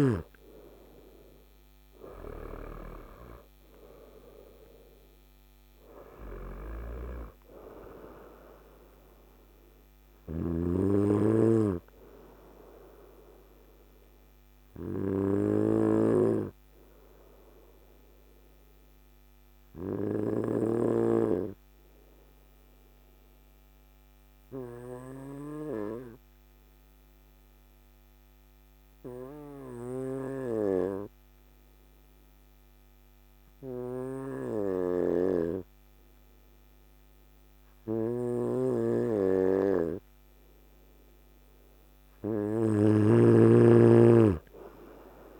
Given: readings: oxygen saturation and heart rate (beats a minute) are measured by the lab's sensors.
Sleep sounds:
breathing in sleep by a microphone on the trachea; 1
0.00-9.50 s: oxygen desaturation (device-marked, oxygen 94% lowest, heart rate 53 extreme)
0.00-10.00 s: snoring (device-marked)
10.00-39.50 s: obstructive apnea (oxygen 98% before, 93% lowest, heart rate 59 before, 53 extreme, up 16 after)
37.50-42.50 s: snoring (device-marked)
42.50-45.40 s: oxygen desaturation (device-marked, oxygen 98% before, 93% lowest, heart rate 54 before, 55 extreme)
44.00-45.40 s: arousal
From the record:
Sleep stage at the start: N2 (light sleep); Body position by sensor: on the right side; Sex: male

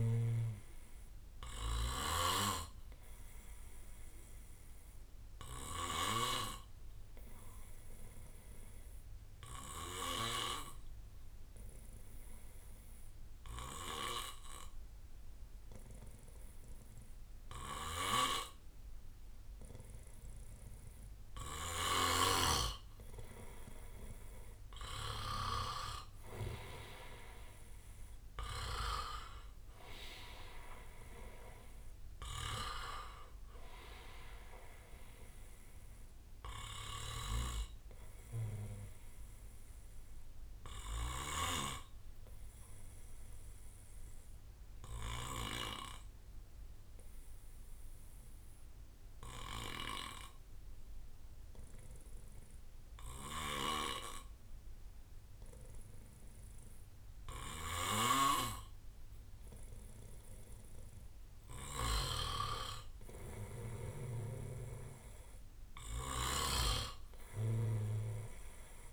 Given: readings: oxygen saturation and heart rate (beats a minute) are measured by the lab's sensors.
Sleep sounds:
breathing in sleep by a room microphone; 2
0.00-10.00 s: snoring (device-marked)
0.00-10.50 s: oxygen desaturation (device-marked, oxygen 92% lowest, heart rate 61 extreme)
4.50-21.00 s: obstructive apnea (oxygen 98% before, 92% lowest, heart rate 66 before, 57 extreme, up 6 after)
22.50-45.50 s: oxygen desaturation (device-marked, oxygen 97% before, 92% lowest, heart rate 64 before, 57 extreme)
26.00-29.50 s: arousal
37.50-42.50 s: bradycardia (device-marked, heart rate 71 before, 58 extreme)
40.00-59.50 s: obstructive apnea (oxygen 97% before, 91% lowest, heart rate 67 before, 59 extreme, up 2 after)
57.50-62.00 s: snoring (device-marked)
61.50-66.00 s: arousal
61.50-68.93 s: oxygen desaturation (device-marked, oxygen 98% before, 93% lowest, heart rate 62 before, 59 extreme)
64.00-68.93 s: snoring (device-marked)
From the record:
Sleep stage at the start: N2 (light sleep); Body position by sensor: on the back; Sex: male

